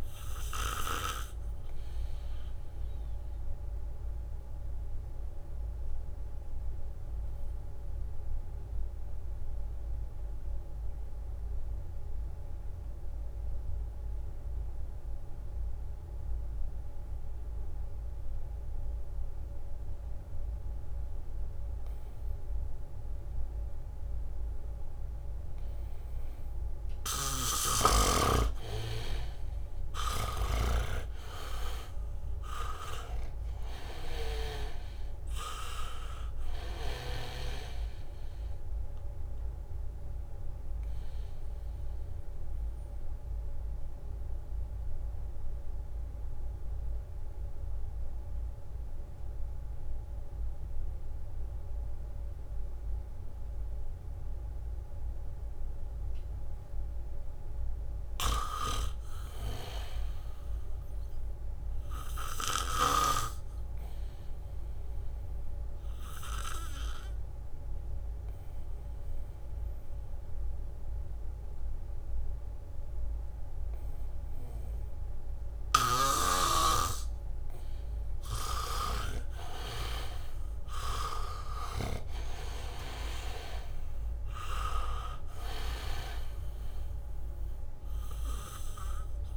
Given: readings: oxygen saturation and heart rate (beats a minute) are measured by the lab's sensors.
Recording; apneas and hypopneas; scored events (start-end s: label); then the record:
breathing in sleep by a room microphone; 3
0.00-16.50 s: oxygen desaturation (device-marked, oxygen 78% lowest, heart rate 63 extreme)
4.50-27.00 s: obstructive apnea (oxygen 99% before, 77% lowest, heart rate 68 before, 65 extreme, up 5 after)
23.50-24.50 s: leg movement (device-marked)
23.50-55.50 s: oxygen desaturation (device-marked, oxygen 98% before, 77% lowest, heart rate 71 before, 64 extreme)
27.50-31.00 s: snoring (device-marked)
29.50-32.00 s: leg movement (device-marked)
29.50-33.50 s: arousal
32.50-34.50 s: leg movement (device-marked)
35.50-41.00 s: leg movement (device-marked)
42.00-55.50 s: obstructive apnea (oxygen 98% before, 77% lowest, heart rate 68 before, 64 extreme, up 4 after)
58.00-61.50 s: leg movement (device-marked)
58.50-63.50 s: snoring (device-marked)
59.00-62.50 s: arousal
62.00-65.50 s: leg movement (device-marked)
66.00-69.00 s: leg movement (device-marked)
66.00-78.50 s: obstructive apnea (oxygen 98% before, 77% lowest, heart rate 74 before, 64 extreme, up 5 after)
66.50-79.50 s: oxygen desaturation (device-marked, oxygen 98% before, 85% lowest, heart rate 74 before, 64 extreme)
71.00-74.50 s: leg movement (device-marked)
80.00-84.50 s: arousal
81.50-89.37 s: oxygen desaturation (device-marked, oxygen 92% before, 77% lowest, heart rate 68 before, 63 extreme)
From the record:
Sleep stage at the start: N2 (light sleep); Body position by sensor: on the back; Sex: male